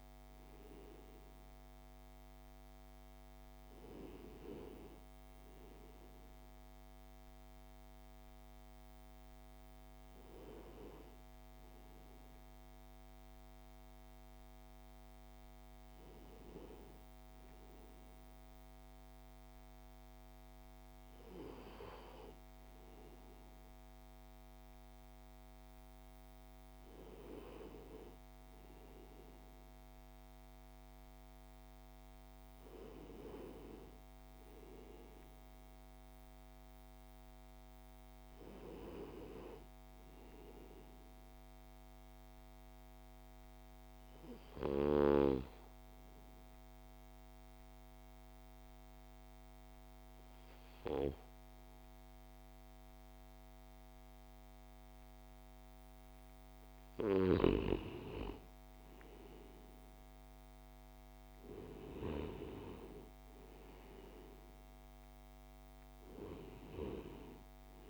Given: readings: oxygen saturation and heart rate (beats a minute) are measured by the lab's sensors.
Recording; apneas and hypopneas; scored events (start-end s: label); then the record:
breathing in sleep by a microphone on the trachea; 1
0.00-9.50 s: oxygen desaturation (device-marked, oxygen 93% lowest)
7.50-67.90 s: new sleep stage, N2 (light sleep)
39.00-43.00 s: arousal
47.50-57.50 s: obstructive apnea (oxygen 97% before, 92% lowest)
59.00-62.50 s: arousal
61.50-67.90 s: oxygen desaturation (device-marked, oxygen 96% before, 92% lowest)
From the record:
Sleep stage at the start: REM sleep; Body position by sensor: on the left side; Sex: male